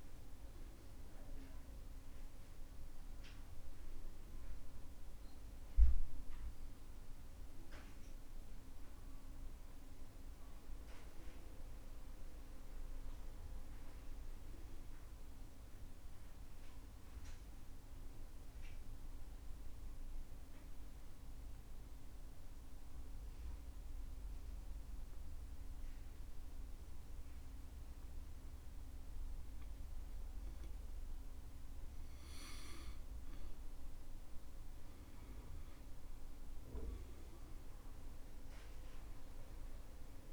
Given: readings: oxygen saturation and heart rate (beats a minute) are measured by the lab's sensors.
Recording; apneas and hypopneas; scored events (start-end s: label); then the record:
breathing in sleep, hard to hear, by a room microphone; 1
11.00-15.00 s: arousal
16.00-28.00 s: oxygen desaturation (device-marked, oxygen 93% before, 90% lowest, heart rate 73 before, 67 extreme)
20.50-31.50 s: obstructive apnea (oxygen 94% before, 89% lowest, heart rate 73 before, 65 extreme, up 6 after)
32.00-36.00 s: arousal
From the record:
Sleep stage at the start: N2 (light sleep); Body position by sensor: on the back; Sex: male